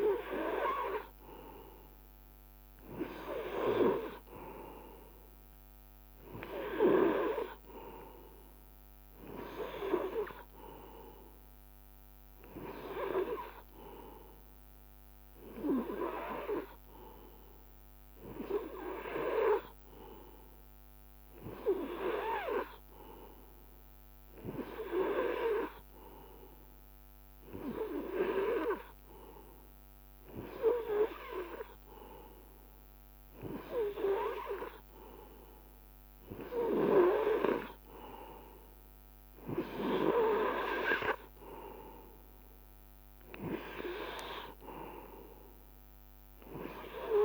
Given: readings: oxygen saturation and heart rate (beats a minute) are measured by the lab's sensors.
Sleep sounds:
breathing in sleep by a microphone on the trachea; none
none scored
From the record:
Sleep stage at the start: N2 (light sleep); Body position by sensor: on the right side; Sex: male

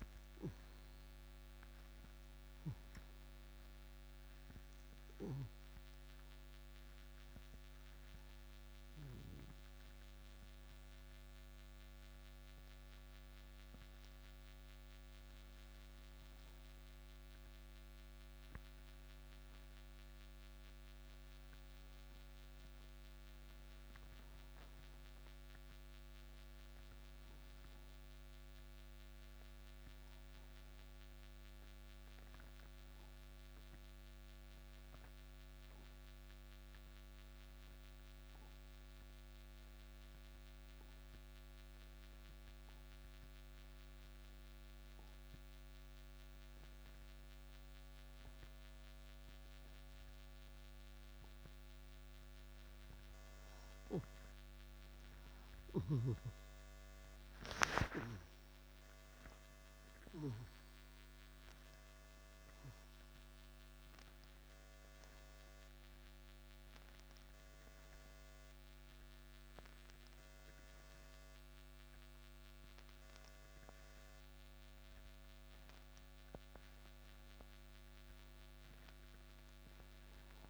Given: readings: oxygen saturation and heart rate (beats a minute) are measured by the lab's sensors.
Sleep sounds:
breathing in sleep, hard to hear, by a microphone on the trachea; 1
0.00-2.50 s: arousal
0.00-30.50 s: oxygen desaturation (device-marked, oxygen 84% lowest)
33.00-53.00 s: obstructive apnea (oxygen 98% before, 84% lowest, heart rate 163 before, 47 extreme, up 36 after)
55.50-60.00 s: arousal
55.50-80.50 s: oxygen desaturation (device-marked, oxygen 97% before, 84% lowest)
56.00-60.50 s: snoring (device-marked)
From the record:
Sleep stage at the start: N2 (light sleep); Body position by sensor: on the right side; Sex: male

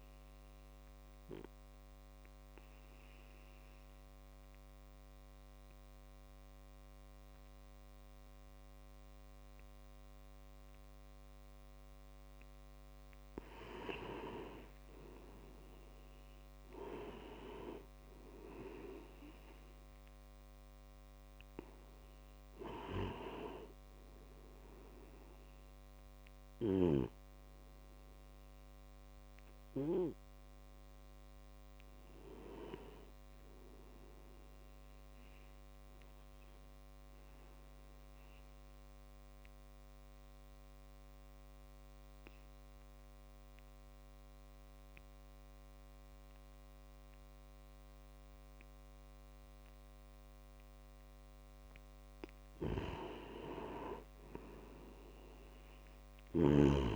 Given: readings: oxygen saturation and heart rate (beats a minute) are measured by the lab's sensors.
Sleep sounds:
breathing in sleep by a microphone on the trachea; 2
1.00-12.50 s: obstructive apnea (oxygen 98% before, 91% lowest)
15.00-19.50 s: arousal
21.50-38.50 s: oxygen desaturation (device-marked, oxygen 96% before, 91% lowest)
39.00-51.50 s: obstructive apnea (oxygen 96% before, 92% lowest)
53.50-56.96 s: arousal
From the record:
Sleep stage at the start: N2 (light sleep); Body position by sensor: on the back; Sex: male

